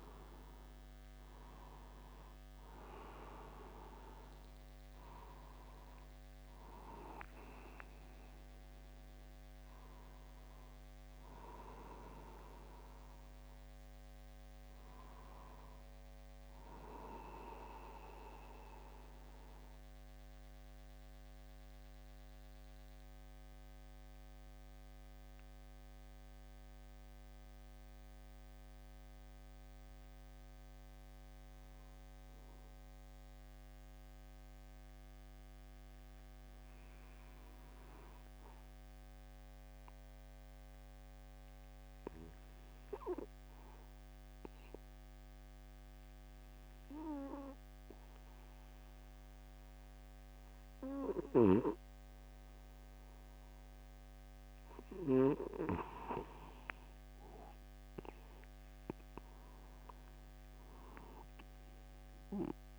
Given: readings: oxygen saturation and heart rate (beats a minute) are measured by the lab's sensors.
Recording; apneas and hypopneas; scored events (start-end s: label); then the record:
breathing in sleep by a microphone on the trachea; 1
19.00-55.00 s: mixed apnea (oxygen 96% before, 93% lowest, heart rate 51 before, 49 extreme, up 0 after)
22.50-39.50 s: oxygen desaturation (device-marked, oxygen 96% before, 93% lowest, heart rate 51 before, 49 extreme)
58.00-62.00 s: arousal
From the record:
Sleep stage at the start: N2 (light sleep); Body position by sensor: upright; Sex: male